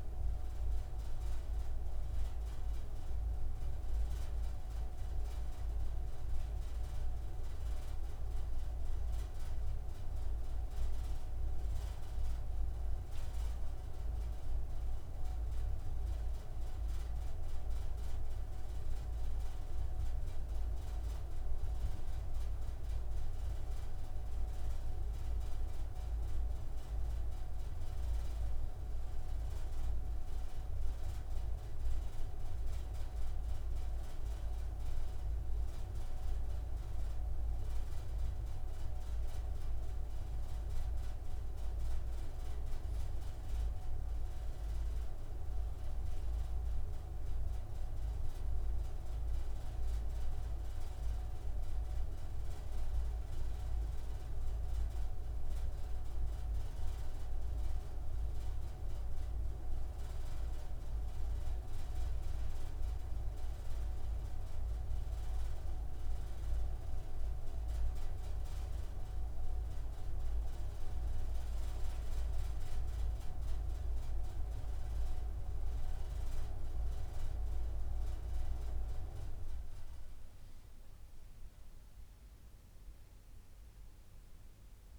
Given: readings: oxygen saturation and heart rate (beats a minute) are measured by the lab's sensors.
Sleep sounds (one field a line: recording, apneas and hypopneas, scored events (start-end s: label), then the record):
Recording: breathing in sleep by a room microphone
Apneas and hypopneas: none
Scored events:
none scored
From the record:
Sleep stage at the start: N3 (deep sleep)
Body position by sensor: on the right side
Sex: male